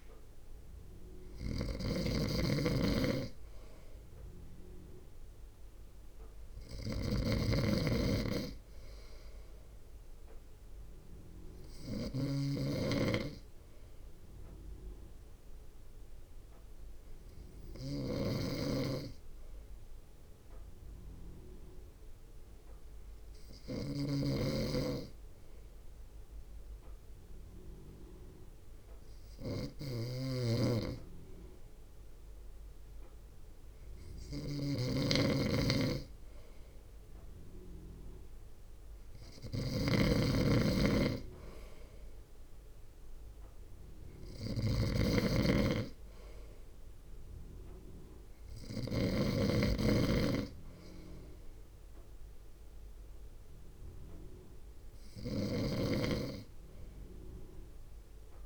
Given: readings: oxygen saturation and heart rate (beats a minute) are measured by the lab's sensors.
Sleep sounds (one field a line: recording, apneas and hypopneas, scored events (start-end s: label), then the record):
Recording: breathing in sleep by a room microphone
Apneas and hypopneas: 1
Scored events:
0.00-14.00 s: drop in pulse transit time (device-marked, heart rate 53 extreme)
0.00-49.00 s: snoring (device-marked)
14.00-32.00 s: hypopnea (oxygen 96% before, 95% lowest, heart rate 57 before, 55 extreme, up 1 after)
35.50-40.00 s: arousal
38.00-53.00 s: drop in pulse transit time (device-marked, heart rate 60 before, 55 extreme)
52.00-58.46 s: new sleep stage, N3 (deep sleep)
55.00-58.46 s: snoring (device-marked)
From the record:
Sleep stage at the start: N2 (light sleep)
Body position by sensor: on the front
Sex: male